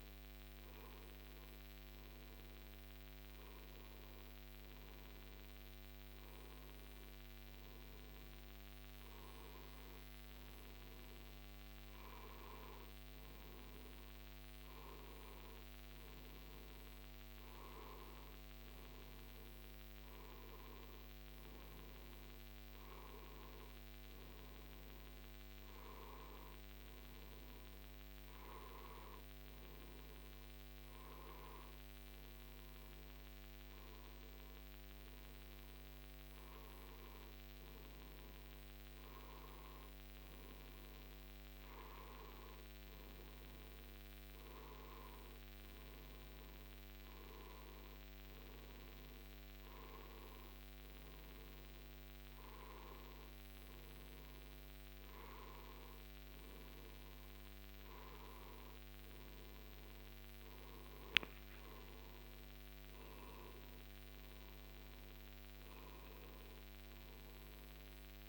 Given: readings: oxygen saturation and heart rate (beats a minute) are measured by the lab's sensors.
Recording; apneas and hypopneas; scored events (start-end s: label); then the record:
a person awake in a sleep study, hard to hear, by a microphone on the trachea; none
none scored
From the record:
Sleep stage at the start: awake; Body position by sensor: on the right side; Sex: male